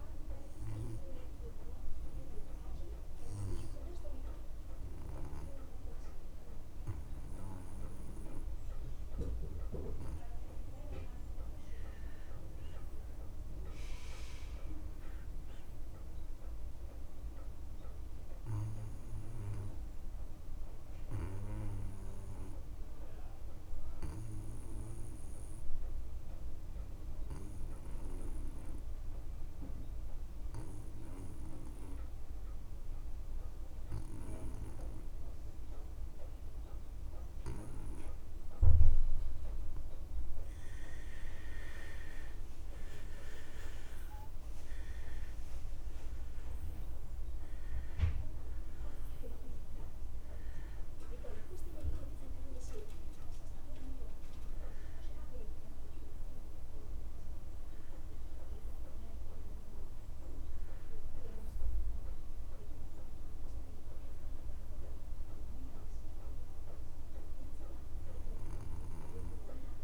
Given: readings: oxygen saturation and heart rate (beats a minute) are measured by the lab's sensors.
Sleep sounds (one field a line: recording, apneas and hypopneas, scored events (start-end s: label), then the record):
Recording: breathing in sleep by a room microphone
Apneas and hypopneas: 2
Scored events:
0.00-20.50 s: oxygen desaturation (device-marked, oxygen 89% lowest)
0.50-11.00 s: obstructive apnea (oxygen 98% before, 83% lowest)
12.50-16.00 s: arousal
20.50-40.50 s: obstructive apnea (oxygen 97% before, 83% lowest)
41.50-69.84 s: oxygen desaturation (device-marked, oxygen 94% before, 83% lowest)
42.50-46.50 s: arousal
From the record:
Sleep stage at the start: N2 (light sleep)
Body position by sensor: on the back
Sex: male